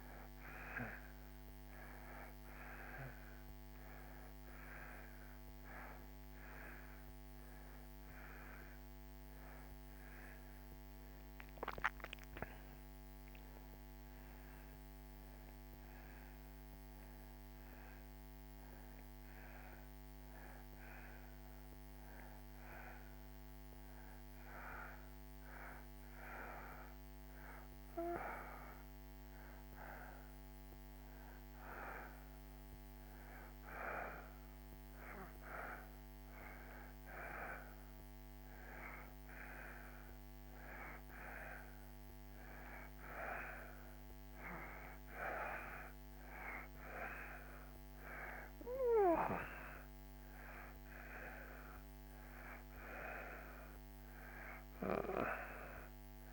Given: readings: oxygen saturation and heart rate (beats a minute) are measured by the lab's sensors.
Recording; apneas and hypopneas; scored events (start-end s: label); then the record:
breathing in sleep by a microphone on the trachea; 1
4.50-26.50 s: oxygen desaturation (device-marked, oxygen 96% before, 87% lowest)
21.50-35.00 s: hypopnea (oxygen 96% before, 86% lowest)
38.00-42.50 s: arousal
45.50-56.33 s: oxygen desaturation (device-marked, oxygen 93% before, 89% lowest)
From the record:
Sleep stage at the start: N2 (light sleep); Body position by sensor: on the back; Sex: male